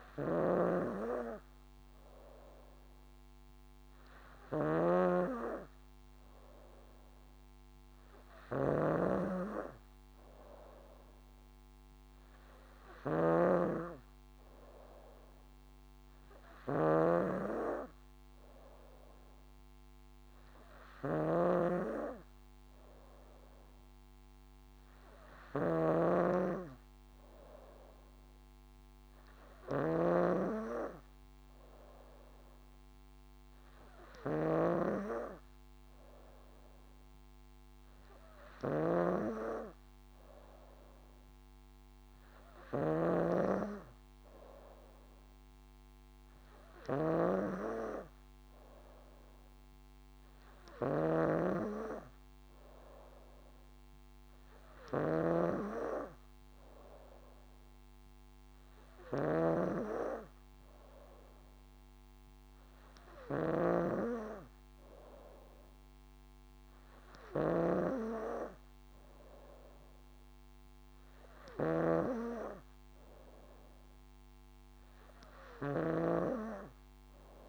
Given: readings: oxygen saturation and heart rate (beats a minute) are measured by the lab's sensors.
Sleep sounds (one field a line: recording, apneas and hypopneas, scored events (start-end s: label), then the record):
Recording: breathing in sleep by a microphone on the trachea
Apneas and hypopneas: none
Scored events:
0.00-77.49 s: snoring (device-marked)
From the record:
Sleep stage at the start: N3 (deep sleep)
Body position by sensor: on the back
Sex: female